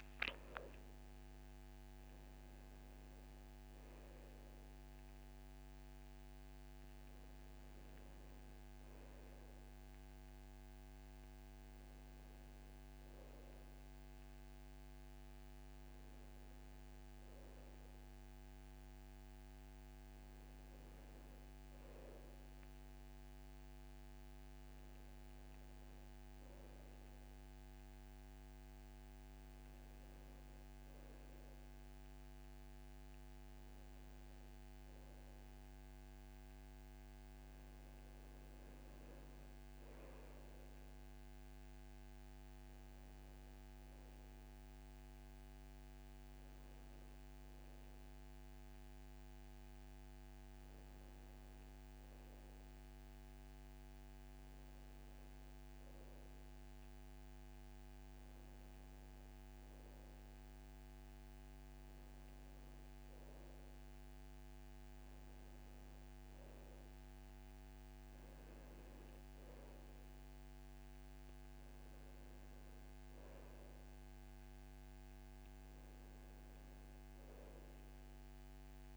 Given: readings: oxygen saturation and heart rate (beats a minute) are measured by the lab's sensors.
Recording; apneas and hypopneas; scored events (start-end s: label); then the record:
a person partly awake in a sleep study, hard to hear, by a microphone on the trachea; none
6.50-78.97 s: new sleep stage, N1 (lightest sleep)
From the record:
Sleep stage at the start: awake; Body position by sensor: on the back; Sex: male